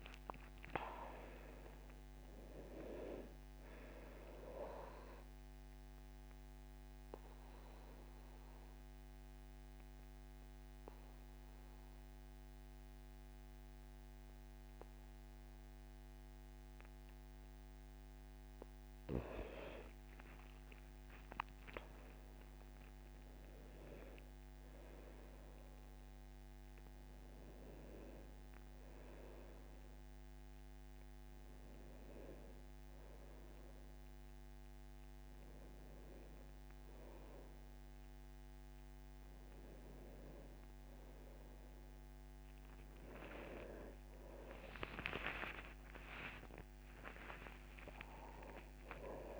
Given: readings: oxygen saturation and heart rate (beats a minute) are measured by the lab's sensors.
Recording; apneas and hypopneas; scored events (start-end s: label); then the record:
breathing in sleep by a microphone on the trachea; 1
0.00-1.00 s: arousal
0.00-17.00 s: oxygen desaturation (device-marked, oxygen 84% lowest, heart rate 75 extreme)
5.00-18.50 s: obstructive apnea (oxygen 99% before, 84% lowest, heart rate 80 before, 75 extreme, up 19 after)
20.00-23.50 s: arousal
26.00-39.00 s: oxygen desaturation (device-marked, oxygen 99% before, 92% lowest, heart rate 82 before, 80 extreme)
From the record:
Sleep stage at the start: N2 (light sleep); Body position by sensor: on the back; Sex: male